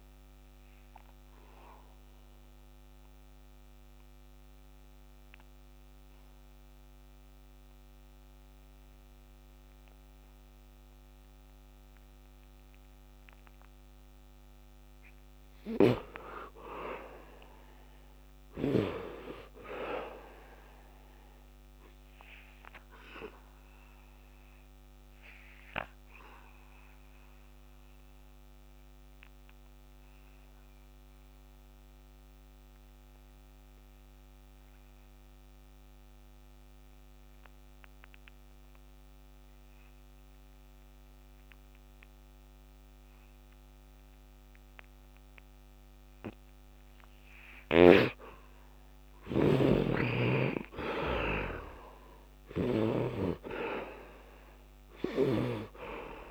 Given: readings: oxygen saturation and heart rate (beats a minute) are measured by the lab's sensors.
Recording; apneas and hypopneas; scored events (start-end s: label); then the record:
breathing in sleep by a microphone on the trachea; 2
0.00-16.50 s: oxygen desaturation (device-marked, oxygen 46% lowest, heart rate 61 extreme)
1.00-14.50 s: obstructive apnea (oxygen 92% before, 46% lowest, heart rate 78 before, 61 extreme, up 16 after)
16.50-19.00 s: arousal
18.50-35.50 s: oxygen desaturation (device-marked, oxygen 98% before, 71% lowest, heart rate 75 before, 61 extreme)
22.50-46.50 s: obstructive apnea (oxygen 98% before, 51% lowest, heart rate 76 before, 61 extreme, up 15 after)
45.50-56.31 s: oxygen desaturation (device-marked, oxygen 98% before, 57% lowest, heart rate 71 before, 67 extreme)
48.50-50.50 s: arousal
From the record:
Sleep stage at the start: N2 (light sleep); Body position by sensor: on the right side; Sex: male